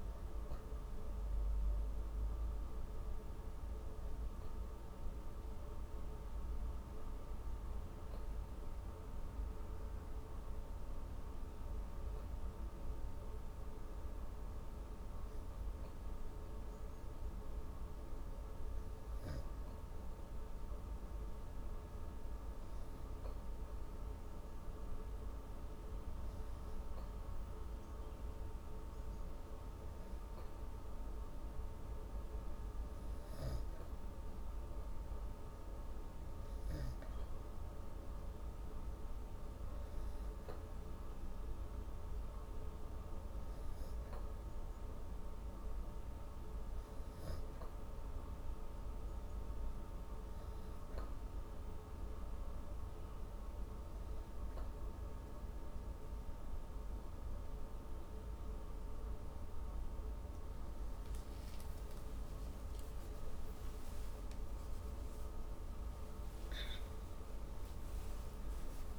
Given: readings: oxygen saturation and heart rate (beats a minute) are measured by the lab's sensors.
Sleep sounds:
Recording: breathing in sleep, hard to hear, by a room microphone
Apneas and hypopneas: 1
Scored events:
10.50-25.50 s: hypopnea (oxygen 97% before, 94% lowest, heart rate 168 before, 113 extreme, up 13 after)
27.50-31.00 s: arousal
35.50-53.50 s: oxygen desaturation (device-marked, oxygen 97% before, 94% lowest, heart rate 154 before, 113 extreme)
54.50-68.99 s: new sleep stage, awake
From the record:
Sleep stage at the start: N2 (light sleep)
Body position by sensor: on the back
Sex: female

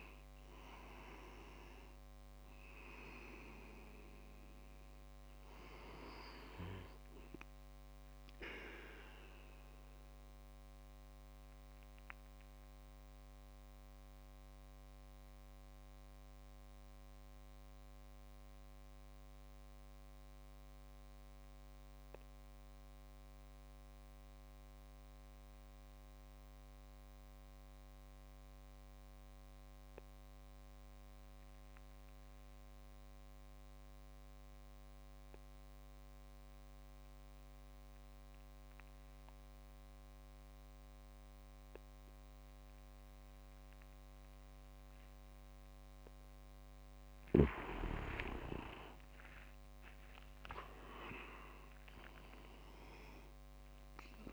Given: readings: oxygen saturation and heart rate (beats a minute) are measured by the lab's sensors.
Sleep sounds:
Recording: breathing in sleep by a microphone on the trachea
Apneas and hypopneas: 1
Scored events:
0.00-10.00 s: oxygen desaturation (device-marked, oxygen 93% lowest)
9.00-46.50 s: mixed apnea (oxygen 98% before, 94% lowest)
43.00-54.33 s: oxygen desaturation (device-marked, oxygen 99% before, 95% lowest)
48.00-49.00 s: leg movement (device-marked)
48.00-51.00 s: arousal
From the record:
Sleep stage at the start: N2 (light sleep)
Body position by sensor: on the back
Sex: male

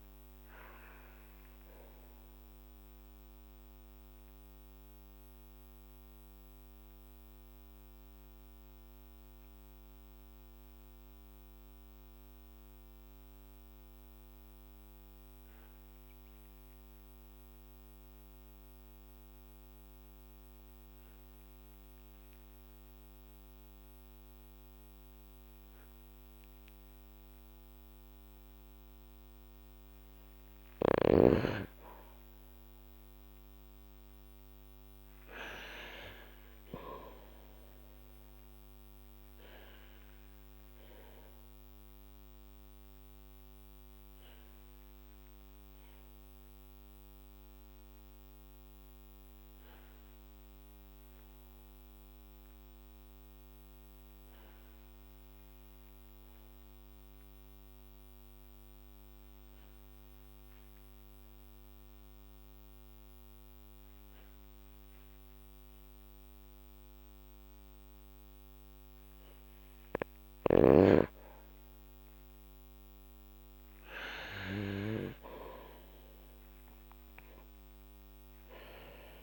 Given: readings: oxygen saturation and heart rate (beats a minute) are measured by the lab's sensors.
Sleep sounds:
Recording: breathing in sleep by a microphone on the trachea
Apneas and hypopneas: 2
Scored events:
1.00-28.00 s: mixed apnea (oxygen 96% before, 92% lowest, heart rate 57 before, 46 extreme, up 5 after)
28.00-41.00 s: oxygen desaturation (device-marked, oxygen 96% before, 92% lowest, heart rate 49 before, 50 extreme)
32.50-36.00 s: arousal
41.00-67.00 s: obstructive apnea (oxygen 96% before, 92% lowest, heart rate 54 before, 50 extreme, up 7 after)
64.00-73.00 s: oxygen desaturation (device-marked, oxygen 98% before, 93% lowest, heart rate 51 before, 50 extreme)
71.00-75.50 s: arousal
From the record:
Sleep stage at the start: N2 (light sleep)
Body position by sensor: on the back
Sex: male

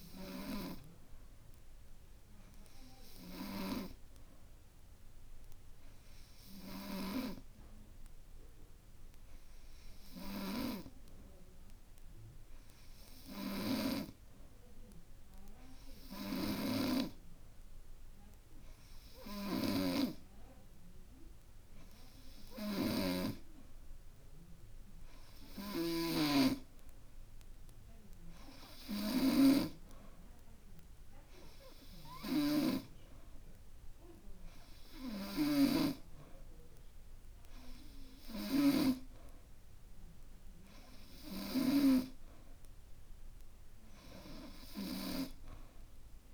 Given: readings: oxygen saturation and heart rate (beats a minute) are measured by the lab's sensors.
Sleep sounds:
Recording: breathing in sleep by a room microphone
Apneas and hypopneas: none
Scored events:
none scored
From the record:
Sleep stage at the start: N2 (light sleep)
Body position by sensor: on the back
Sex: male

